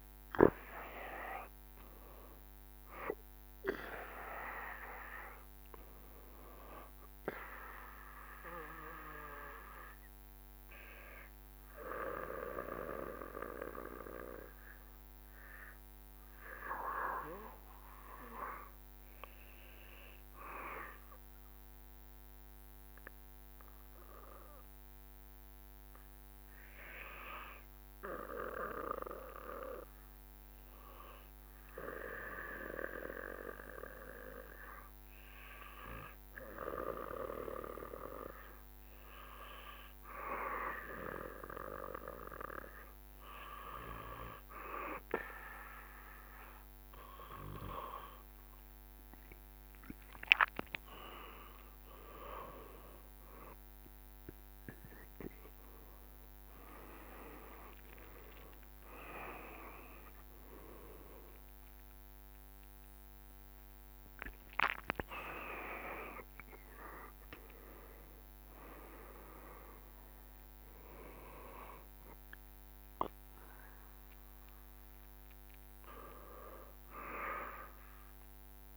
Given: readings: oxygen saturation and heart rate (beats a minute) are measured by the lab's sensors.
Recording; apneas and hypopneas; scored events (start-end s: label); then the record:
breathing in sleep by a microphone on the trachea; 1
13.00-46.50 s: hypopnea (oxygen 97% before, 95% lowest, heart rate 77 before, 65 extreme, up 14 after)
53.50-57.50 s: arousal
55.50-71.50 s: drop in pulse transit time (device-marked, heart rate 72 before, 82 extreme)
From the record:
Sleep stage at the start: N2 (light sleep); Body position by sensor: on the back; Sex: male